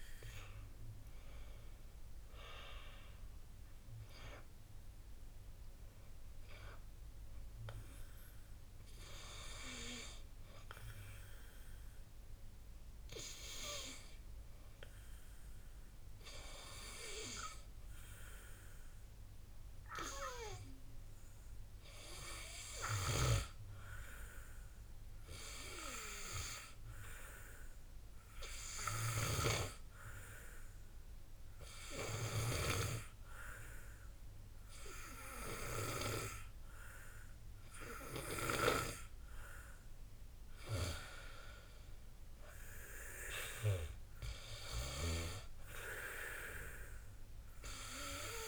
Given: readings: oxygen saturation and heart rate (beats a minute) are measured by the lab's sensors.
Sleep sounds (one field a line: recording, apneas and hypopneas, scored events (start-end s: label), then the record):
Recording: breathing in sleep by a room microphone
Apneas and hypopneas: 1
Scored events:
0.00-15.00 s: oxygen desaturation (device-marked, oxygen 91% lowest, heart rate 51 extreme)
18.00-39.50 s: obstructive apnea (oxygen 97% before, 89% lowest, heart rate 57 before, 53 extreme, up 5 after)
28.00-48.48 s: oxygen desaturation (device-marked, oxygen 97% before, 91% lowest, heart rate 55 before, 54 extreme)
41.50-44.50 s: arousal
From the record:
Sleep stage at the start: N2 (light sleep)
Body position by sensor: on the back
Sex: male